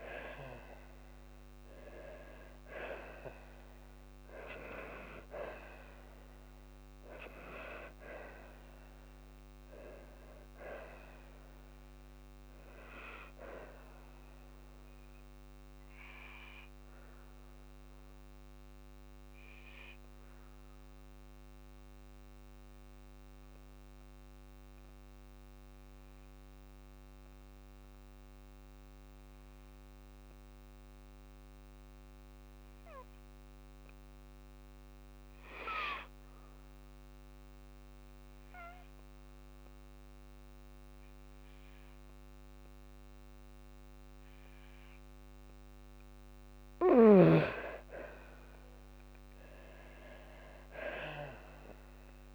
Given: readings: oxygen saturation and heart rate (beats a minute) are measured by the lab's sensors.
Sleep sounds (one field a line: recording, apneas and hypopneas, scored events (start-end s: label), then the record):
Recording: breathing in sleep by a microphone on the trachea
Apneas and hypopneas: 1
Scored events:
10.50-13.50 s: arousal
15.50-45.50 s: obstructive apnea (oxygen 98% before, 91% lowest, heart rate 57 before, 51 extreme, up 8 after)
31.50-43.50 s: oxygen desaturation (device-marked, oxygen 97% before, 93% lowest, heart rate 54 before, 52 extreme)
48.00-51.00 s: arousal
From the record:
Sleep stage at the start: N2 (light sleep)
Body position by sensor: on the back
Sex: female